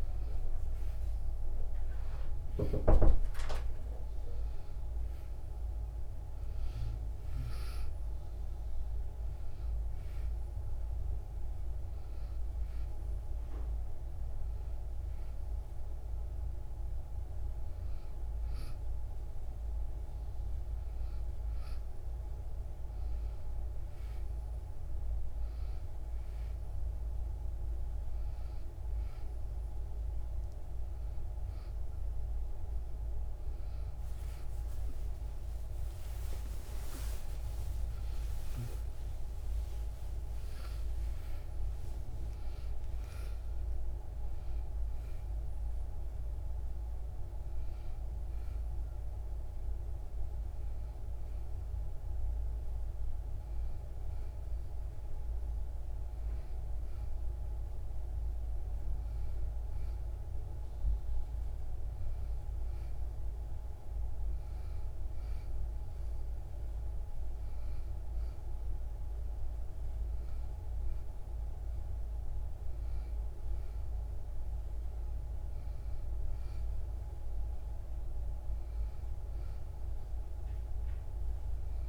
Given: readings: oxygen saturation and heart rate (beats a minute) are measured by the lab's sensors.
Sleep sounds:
a person awake in a sleep study, hard to hear, by a room microphone; none
none scored
From the record:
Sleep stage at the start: awake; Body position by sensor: on the back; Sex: female

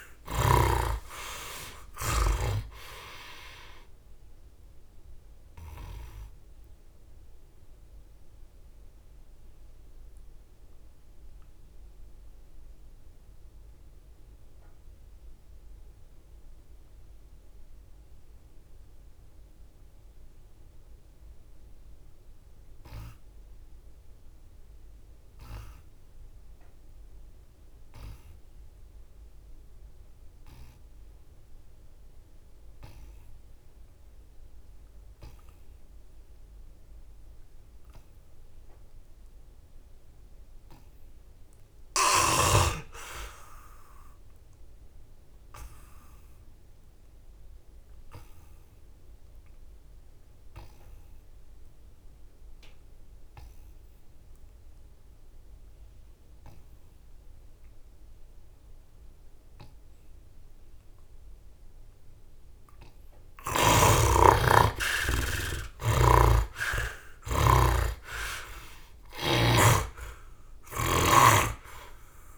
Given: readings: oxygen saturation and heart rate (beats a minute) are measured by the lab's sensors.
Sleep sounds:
breathing in sleep by a room microphone; 1
4.50-60.00 s: obstructive apnea (heart rate 77 before, 55 extreme, up 3 after)
63.50-68.00 s: arousal
65.50-69.00 s: snoring (device-marked)
From the record:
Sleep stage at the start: N2 (light sleep); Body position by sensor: on the back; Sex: male

